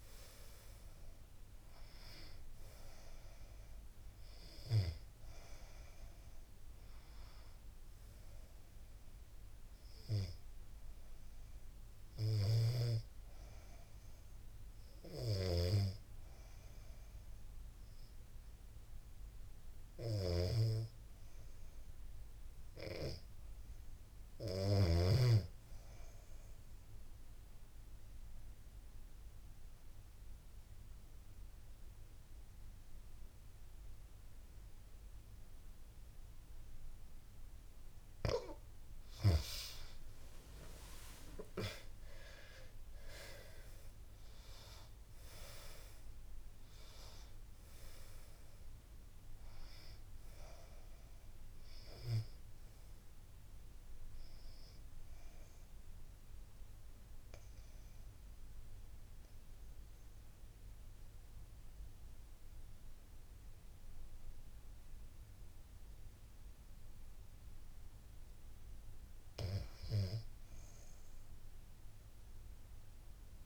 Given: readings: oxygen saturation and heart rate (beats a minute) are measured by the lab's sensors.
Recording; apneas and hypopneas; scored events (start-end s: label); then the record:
breathing in sleep by a room microphone; 2
0.00-12.50 s: oxygen desaturation (device-marked, oxygen 87% lowest, heart rate 71 extreme)
6.50-36.00 s: hypopnea (oxygen 96% before, 85% lowest, heart rate 76 before, 71 extreme, up 14 after)
26.50-59.50 s: oxygen desaturation (device-marked, oxygen 97% before, 85% lowest, heart rate 78 before, 65 extreme)
37.50-42.00 s: arousal
53.50-68.00 s: obstructive apnea (oxygen 96% before, 85% lowest, heart rate 81 before, 65 extreme, up 10 after)
From the record:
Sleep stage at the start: REM sleep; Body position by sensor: on the back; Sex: female